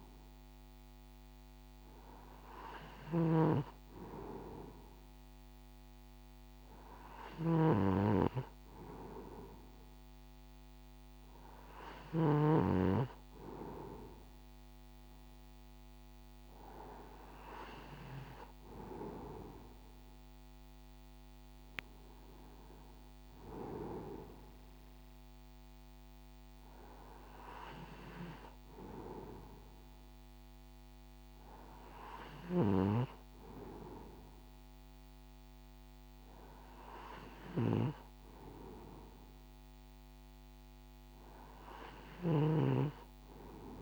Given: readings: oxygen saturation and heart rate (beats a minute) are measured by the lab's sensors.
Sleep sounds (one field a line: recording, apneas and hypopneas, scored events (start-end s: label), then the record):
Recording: breathing in sleep by a microphone on the trachea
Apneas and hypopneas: none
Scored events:
0.00-12.50 s: snoring (device-marked)
From the record:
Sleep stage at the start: N2 (light sleep)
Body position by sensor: on the right side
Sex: male